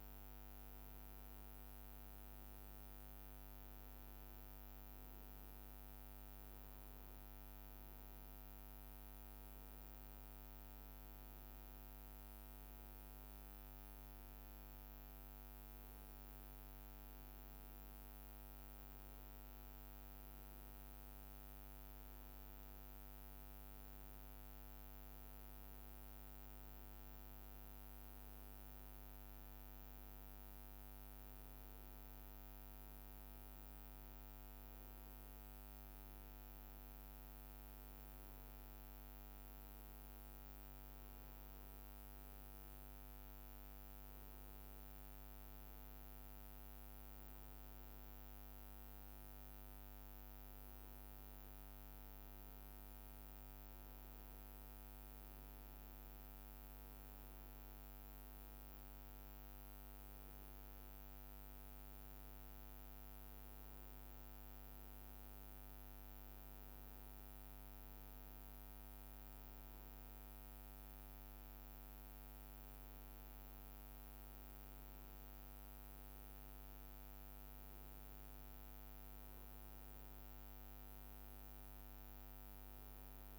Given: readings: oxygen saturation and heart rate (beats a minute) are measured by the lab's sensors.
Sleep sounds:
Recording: a person awake in a sleep study, hard to hear, by a microphone on the trachea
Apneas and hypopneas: none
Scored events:
47.00-83.39 s: new sleep stage, N1 (lightest sleep)
From the record:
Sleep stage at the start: awake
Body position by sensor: on the right side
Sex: male

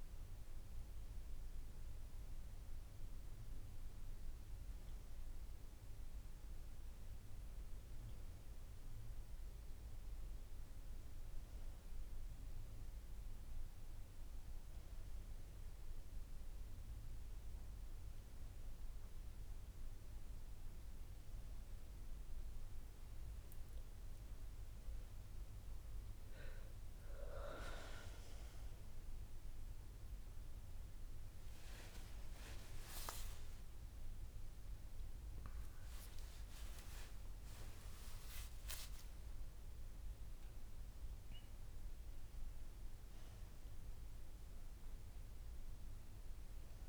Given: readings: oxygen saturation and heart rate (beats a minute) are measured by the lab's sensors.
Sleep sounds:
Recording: a person awake in a sleep study, by a room microphone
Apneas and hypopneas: none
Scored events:
none scored
From the record:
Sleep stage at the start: awake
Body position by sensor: on the right side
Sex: female

